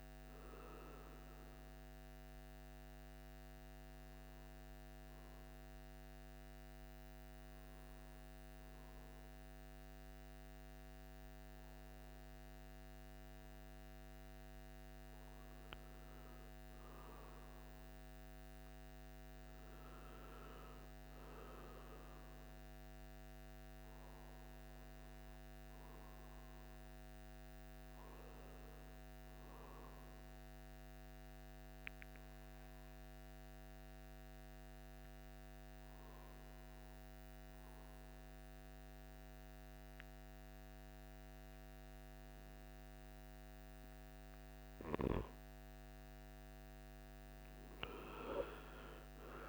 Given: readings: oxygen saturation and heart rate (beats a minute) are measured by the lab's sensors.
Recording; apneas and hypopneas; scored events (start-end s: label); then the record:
breathing in sleep, hard to hear, by a microphone on the trachea; 2
3.00-15.50 s: hypopnea (oxygen 100% before, 92% lowest, heart rate 55 before, 53 extreme, up 5 after)
19.00-24.00 s: arousal
29.50-42.00 s: obstructive apnea (oxygen 97% before, 92% lowest, heart rate 55 before, 53 extreme, up 11 after)
44.50-49.49 s: oxygen desaturation (device-marked, oxygen 97% before, 92% lowest, heart rate 55 before, 53 extreme)
45.50-49.49 s: arousal
From the record:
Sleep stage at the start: N2 (light sleep); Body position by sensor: on the right side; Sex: male